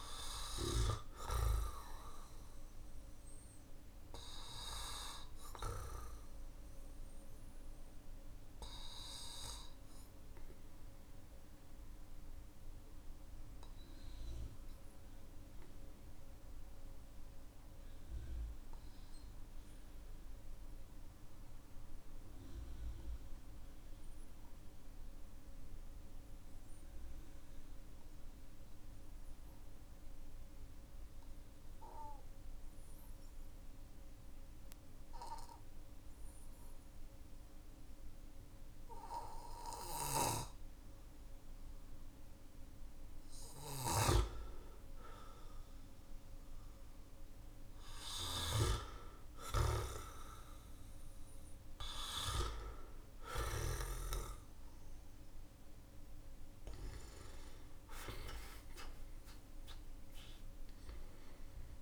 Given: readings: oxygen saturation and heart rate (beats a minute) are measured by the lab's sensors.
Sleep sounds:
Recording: breathing in sleep by a room microphone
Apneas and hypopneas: 1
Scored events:
15.00-42.50 s: mixed apnea (oxygen 97% before, 93% lowest, heart rate 50 before, 47 extreme, up 12 after)
42.50-61.82 s: oxygen desaturation (device-marked, oxygen 98% before, 93% lowest, heart rate 56 before, 47 extreme)
43.00-53.50 s: snoring (device-marked)
44.00-48.00 s: arousal
59.00-61.82 s: arousal
From the record:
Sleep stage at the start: N2 (light sleep)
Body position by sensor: on the back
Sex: male

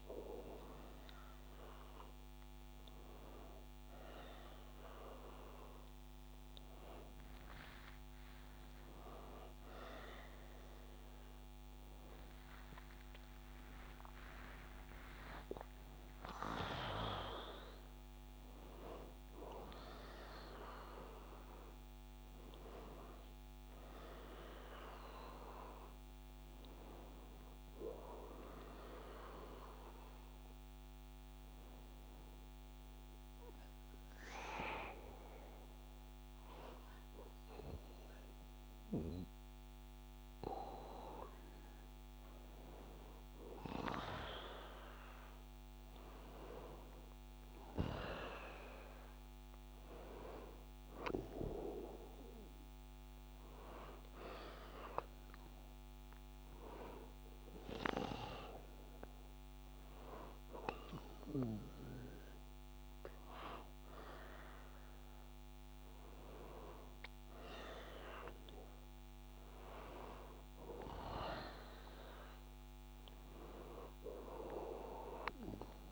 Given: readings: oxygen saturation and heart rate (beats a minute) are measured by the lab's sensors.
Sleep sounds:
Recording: breathing in sleep by a microphone on the trachea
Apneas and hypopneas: none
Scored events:
9.50-15.00 s: arousal
From the record:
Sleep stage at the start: N1 (lightest sleep)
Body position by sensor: on the back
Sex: male

